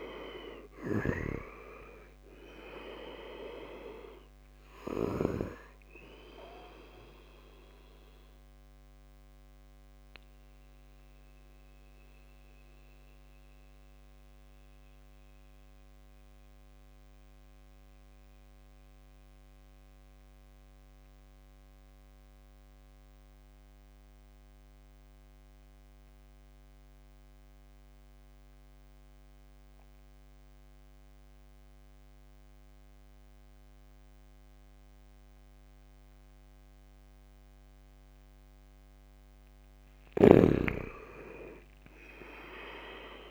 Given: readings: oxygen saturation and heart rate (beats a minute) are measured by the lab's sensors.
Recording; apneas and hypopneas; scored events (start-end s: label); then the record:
breathing in sleep by a microphone on the trachea; 1
0.00-2.00 s: arousal
0.00-4.50 s: snoring (device-marked)
0.00-27.00 s: oxygen desaturation (device-marked, oxygen 74% lowest, heart rate 62 extreme)
8.00-38.50 s: mixed apnea (oxygen 98% before, 74% lowest, heart rate 69 before, 62 extreme, up 11 after)
35.00-43.31 s: oxygen desaturation (device-marked, oxygen 99% before, 78% lowest, heart rate 69 before, 61 extreme)
39.50-43.31 s: snoring (device-marked)
40.50-43.31 s: arousal
From the record:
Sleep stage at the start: N2 (light sleep); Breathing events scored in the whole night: 320 in 4.1 hours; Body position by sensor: on the back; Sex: male